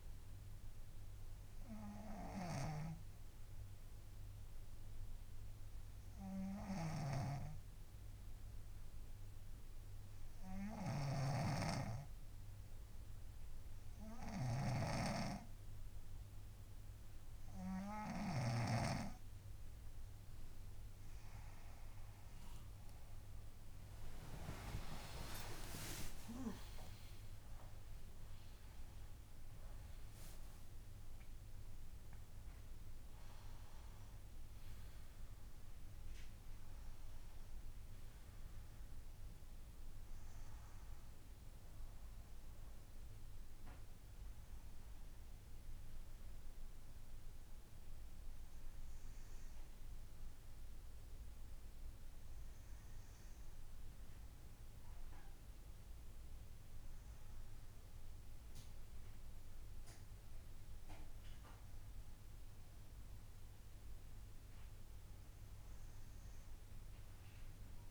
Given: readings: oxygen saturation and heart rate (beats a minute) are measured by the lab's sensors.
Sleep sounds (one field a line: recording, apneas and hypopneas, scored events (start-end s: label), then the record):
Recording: breathing in sleep by a room microphone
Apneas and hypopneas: 1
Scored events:
1.50-14.00 s: hypopnea (oxygen 98% before, 93% lowest, heart rate 73 before, 71 extreme, up 4 after)
2.50-19.00 s: snoring (device-marked)
24.00-30.00 s: arousal
From the record:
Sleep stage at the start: N2 (light sleep)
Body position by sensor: on the right side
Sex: female